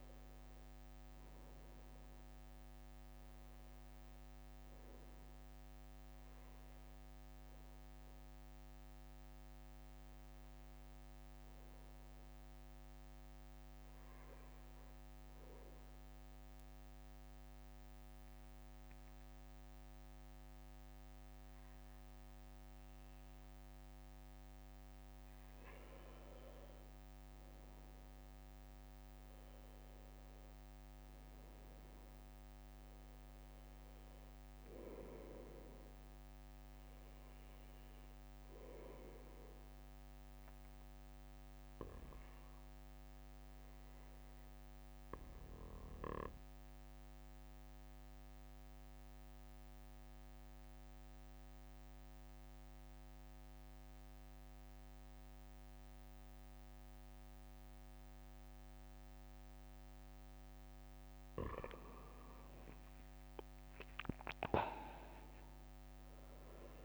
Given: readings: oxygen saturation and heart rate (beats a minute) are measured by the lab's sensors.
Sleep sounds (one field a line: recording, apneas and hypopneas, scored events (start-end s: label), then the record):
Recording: breathing in sleep by a microphone on the trachea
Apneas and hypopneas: 2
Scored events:
14.50-25.00 s: obstructive apnea (oxygen 99% before, 94% lowest, heart rate 69 before, 64 extreme, up 3 after)
26.50-30.50 s: arousal
30.00-49.00 s: oxygen desaturation (device-marked, oxygen 98% before, 95% lowest, heart rate 65 before, 63 extreme)
42.50-61.00 s: obstructive apnea (oxygen 99% before, 92% lowest, heart rate 66 before, 60 extreme, up 9 after)
62.00-63.00 s: leg movement (device-marked)
63.00-66.50 s: arousal
From the record:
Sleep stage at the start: N2 (light sleep)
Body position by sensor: on the back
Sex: male